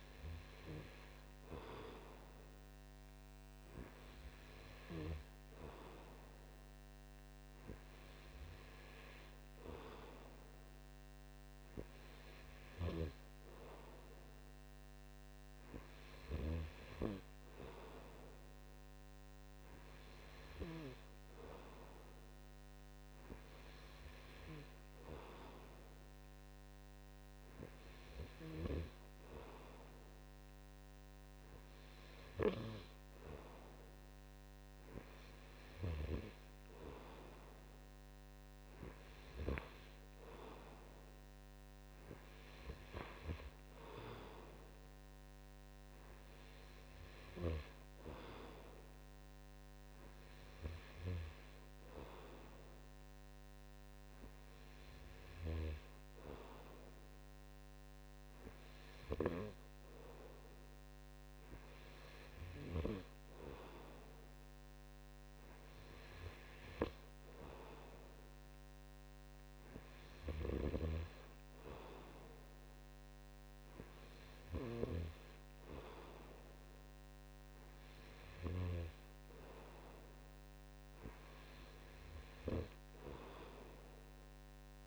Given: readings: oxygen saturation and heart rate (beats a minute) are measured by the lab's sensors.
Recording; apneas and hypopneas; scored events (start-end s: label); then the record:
breathing in sleep by a microphone on the trachea; none
none scored
From the record:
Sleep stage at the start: N2 (light sleep); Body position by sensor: on the right side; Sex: male